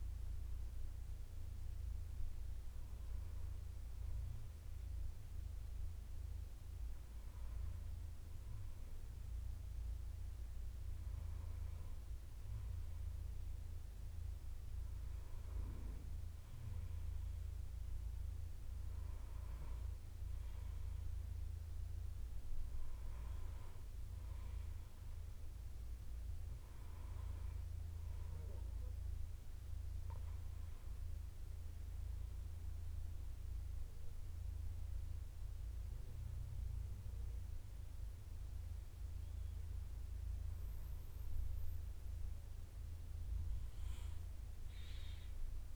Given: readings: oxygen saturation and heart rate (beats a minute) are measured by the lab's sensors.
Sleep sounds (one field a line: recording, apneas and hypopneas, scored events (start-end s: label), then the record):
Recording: a person awake in a sleep study, hard to hear, by a room microphone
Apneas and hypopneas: none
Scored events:
none scored
From the record:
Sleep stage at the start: awake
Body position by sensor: on the back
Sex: male